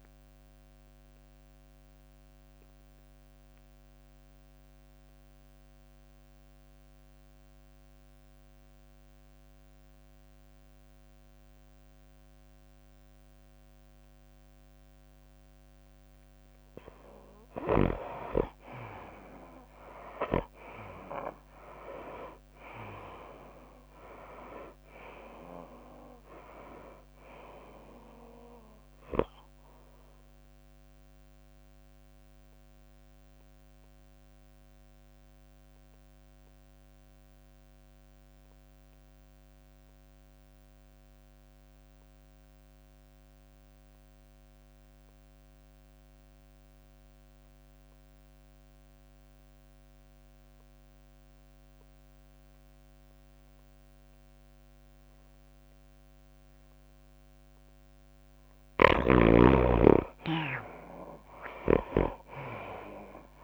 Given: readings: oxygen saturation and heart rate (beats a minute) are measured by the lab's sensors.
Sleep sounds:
breathing in sleep by a microphone on the trachea; 2
0.00-3.50 s: drop in pulse transit time (device-marked, heart rate 91 extreme)
0.00-10.50 s: oxygen desaturation (device-marked, oxygen 73% lowest, heart rate 77 extreme)
2.00-17.00 s: obstructive apnea (oxygen 96% before, 73% lowest, heart rate 92 before, 90 extreme, up 10 after)
16.50-41.50 s: oxygen desaturation (device-marked, oxygen 98% before, 78% lowest, heart rate 97 before, 80 extreme)
19.50-23.50 s: arousal
23.50-29.50 s: tachycardia (device-marked, heart rate 99 before, 104 extreme)
25.50-39.50 s: drop in pulse transit time (device-marked, heart rate 94 before, 97 extreme)
32.00-59.00 s: obstructive apnea (oxygen 98% before, 73% lowest, heart rate 96 before, 80 extreme, up 20 after)
48.50-63.44 s: oxygen desaturation (device-marked, oxygen 98% before, 73% lowest, heart rate 97 before, 80 extreme)
59.50-63.00 s: snoring (device-marked)
61.00-63.44 s: arousal
From the record:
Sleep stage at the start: N2 (light sleep); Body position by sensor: on the right side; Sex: female

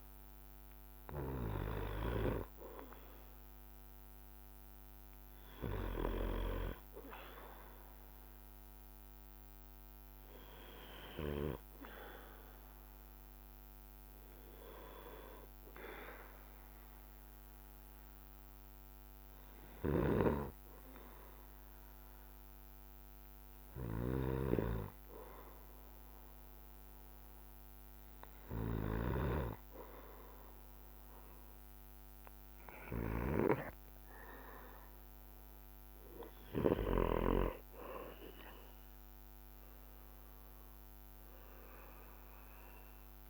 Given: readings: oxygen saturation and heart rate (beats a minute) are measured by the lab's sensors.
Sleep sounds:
breathing in sleep by a microphone on the trachea; none
0.00-11.50 s: snoring (device-marked)
19.50-37.00 s: snoring (device-marked)
From the record:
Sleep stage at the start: N2 (light sleep); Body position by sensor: on the back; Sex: male

